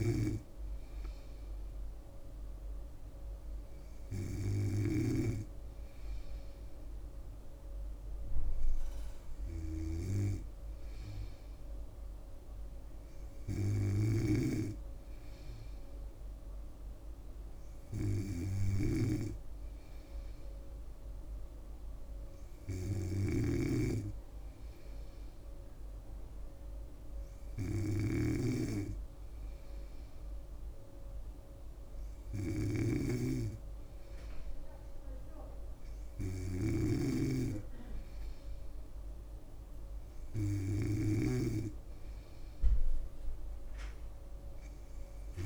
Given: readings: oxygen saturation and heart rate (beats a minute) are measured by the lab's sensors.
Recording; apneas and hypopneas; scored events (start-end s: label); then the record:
breathing in sleep by a room microphone; none
0.00-5.50 s: snoring (device-marked)
14.50-45.46 s: snoring (device-marked)
From the record:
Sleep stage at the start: N3 (deep sleep); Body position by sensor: on the back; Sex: female